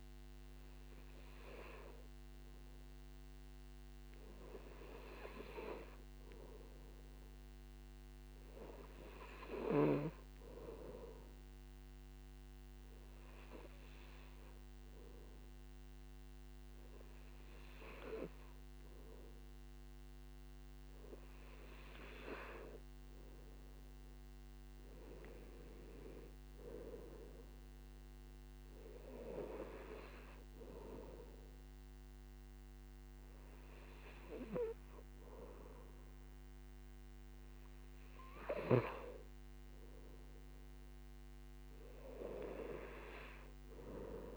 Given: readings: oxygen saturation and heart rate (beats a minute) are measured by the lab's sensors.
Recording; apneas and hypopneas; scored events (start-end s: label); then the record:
breathing in sleep by a microphone on the trachea; none
0.50-8.50 s: oxygen desaturation (device-marked, oxygen 98% before, 95% lowest, heart rate 59 before, 57 extreme)
From the record:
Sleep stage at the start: N2 (light sleep); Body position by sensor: on the right side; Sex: male